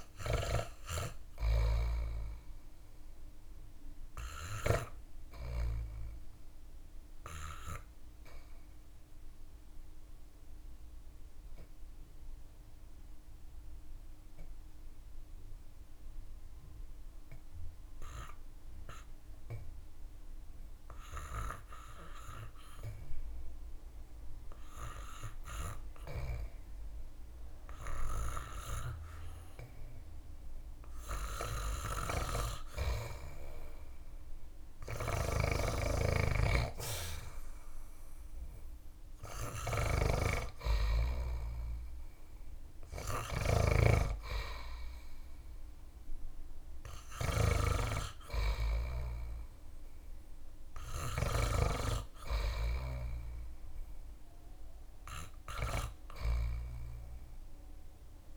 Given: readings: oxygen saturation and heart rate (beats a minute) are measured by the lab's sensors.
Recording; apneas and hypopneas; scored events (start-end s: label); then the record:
breathing in sleep by a room microphone; 1
0.00-17.00 s: oxygen desaturation (device-marked, oxygen 89% lowest)
4.50-31.50 s: obstructive apnea (oxygen 97% before, 84% lowest)
32.00-58.36 s: oxygen desaturation (device-marked, oxygen 99% before, 84% lowest)
33.50-36.00 s: arousal
34.00-47.00 s: snoring (device-marked)
From the record:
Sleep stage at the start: REM sleep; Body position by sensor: on the back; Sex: male